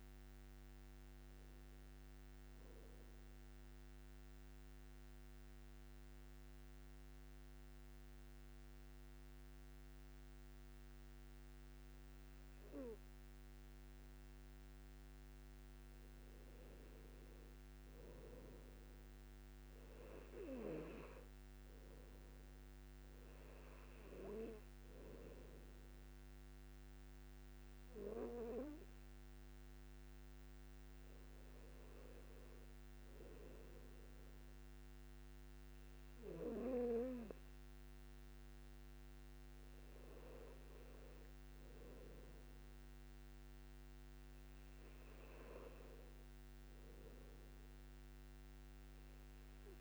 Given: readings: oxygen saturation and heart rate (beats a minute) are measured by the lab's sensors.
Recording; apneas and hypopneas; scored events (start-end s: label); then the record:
breathing in sleep by a microphone on the trachea; 1
5.00-16.00 s: obstructive apnea (oxygen 98% before, 94% lowest, heart rate 61 before, 56 extreme, up 5 after)
17.00-20.00 s: arousal
23.00-38.00 s: oxygen desaturation (device-marked, oxygen 98% before, 94% lowest, heart rate 59 before, 54 extreme)
From the record:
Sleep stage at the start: N2 (light sleep); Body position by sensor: on the back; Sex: male